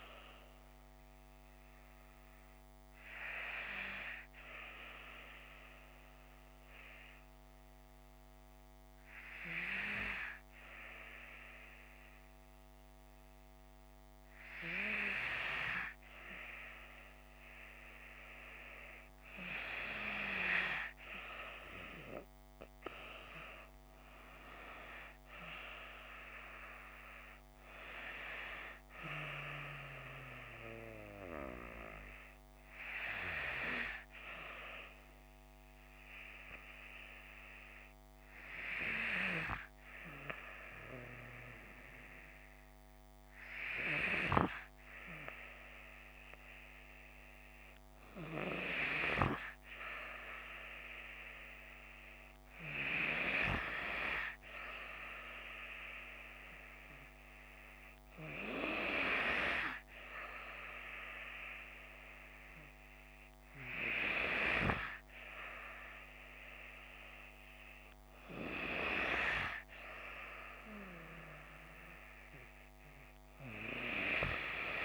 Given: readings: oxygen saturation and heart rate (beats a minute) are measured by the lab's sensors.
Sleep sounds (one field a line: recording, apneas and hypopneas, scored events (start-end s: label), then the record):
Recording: breathing in sleep by a microphone on the trachea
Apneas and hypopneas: 2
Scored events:
4.00-19.00 s: hypopnea (oxygen 96% before, 94% lowest)
25.50-28.50 s: arousal
37.00-49.50 s: hypopnea (oxygen 97% before, 94% lowest)
51.50-55.00 s: arousal
From the record:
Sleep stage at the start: N2 (light sleep)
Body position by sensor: on the left side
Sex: female